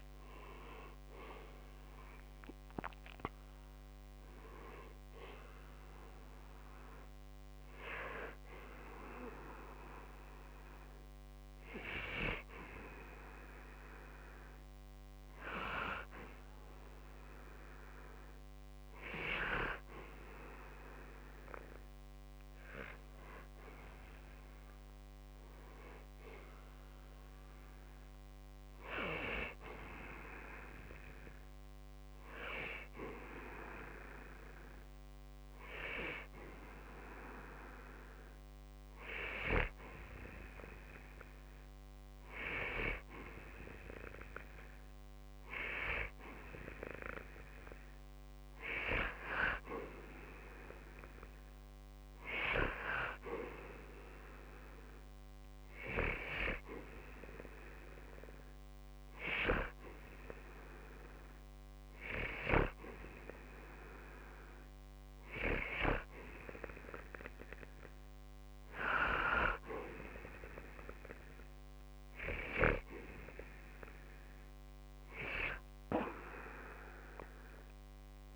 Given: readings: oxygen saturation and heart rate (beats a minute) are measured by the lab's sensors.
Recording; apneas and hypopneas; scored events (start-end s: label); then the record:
a person partly awake in a sleep study, by a microphone on the trachea; none
24.50-78.36 s: new sleep stage, N2 (light sleep)
From the record:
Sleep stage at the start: awake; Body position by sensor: on the back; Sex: male